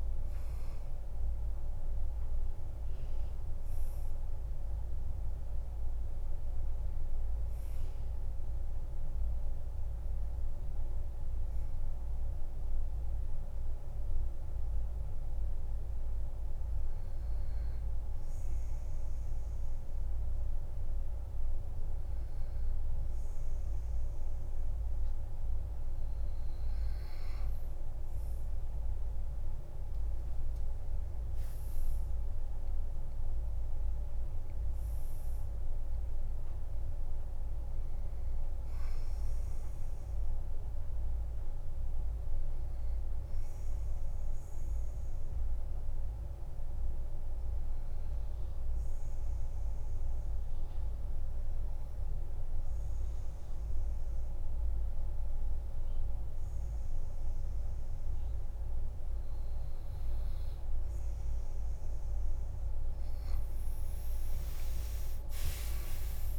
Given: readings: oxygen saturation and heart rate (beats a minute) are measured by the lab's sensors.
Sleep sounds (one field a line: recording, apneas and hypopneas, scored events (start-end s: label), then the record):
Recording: breathing in sleep, hard to hear, by a room microphone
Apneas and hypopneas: 2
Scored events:
0.00-3.00 s: arousal
12.50-25.50 s: obstructive apnea (oxygen 96% before, 89% lowest, heart rate 56 before, 47 extreme, up 10 after)
29.00-33.50 s: arousal
32.50-52.50 s: oxygen desaturation (device-marked, oxygen 96% before, 92% lowest, heart rate 53 before, 47 extreme)
42.50-59.50 s: obstructive apnea (oxygen 96% before, 89% lowest, heart rate 56 before, 49 extreme, up 10 after)
64.50-66.39 s: oxygen desaturation (device-marked, oxygen 97% before, 89% lowest, heart rate 52 before, 47 extreme)
From the record:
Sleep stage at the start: N2 (light sleep)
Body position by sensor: on the back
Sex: male